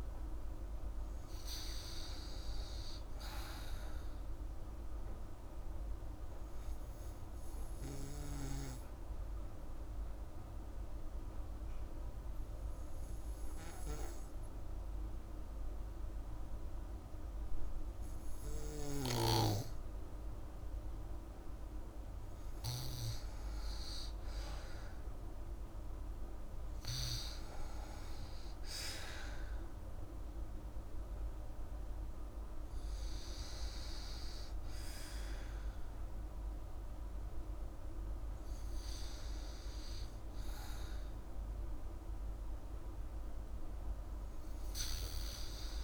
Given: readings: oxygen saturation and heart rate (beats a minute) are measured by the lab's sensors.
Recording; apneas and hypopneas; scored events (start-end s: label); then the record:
breathing in sleep by a room microphone; 1
5.50-19.50 s: obstructive apnea (oxygen 99% before, 91% lowest, heart rate 82 before, 50 extreme)
21.50-25.00 s: arousal
36.50-45.84 s: oxygen desaturation (device-marked, oxygen 97% before, 91% lowest, heart rate 77 before, 31 extreme)
From the record:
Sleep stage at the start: N2 (light sleep); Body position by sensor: on the back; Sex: female